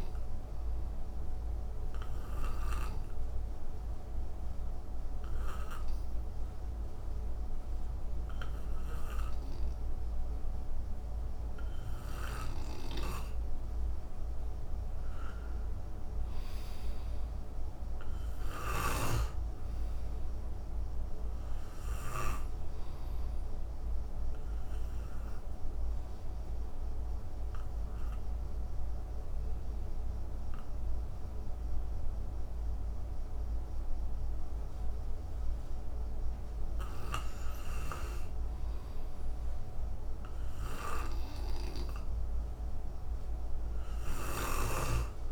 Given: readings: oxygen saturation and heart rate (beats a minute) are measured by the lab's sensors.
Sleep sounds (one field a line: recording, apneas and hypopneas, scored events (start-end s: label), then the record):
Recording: breathing in sleep by a room microphone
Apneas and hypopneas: 2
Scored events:
0.00-10.00 s: oxygen desaturation (device-marked, oxygen 88% lowest, heart rate 66 extreme)
1.00-14.50 s: obstructive apnea (oxygen 98% before, 86% lowest, heart rate 68 before, 65 extreme, up 5 after)
16.00-19.00 s: arousal
17.00-31.00 s: oxygen desaturation (device-marked, oxygen 96% before, 89% lowest, heart rate 69 before, 65 extreme)
24.00-39.50 s: obstructive apnea (oxygen 96% before, 83% lowest, heart rate 70 before, 65 extreme, up 5 after)
41.00-45.32 s: oxygen desaturation (device-marked, oxygen 95% before, 89% lowest, heart rate 68 before, 67 extreme)
42.00-45.32 s: arousal
From the record:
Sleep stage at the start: N2 (light sleep)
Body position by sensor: on the back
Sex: male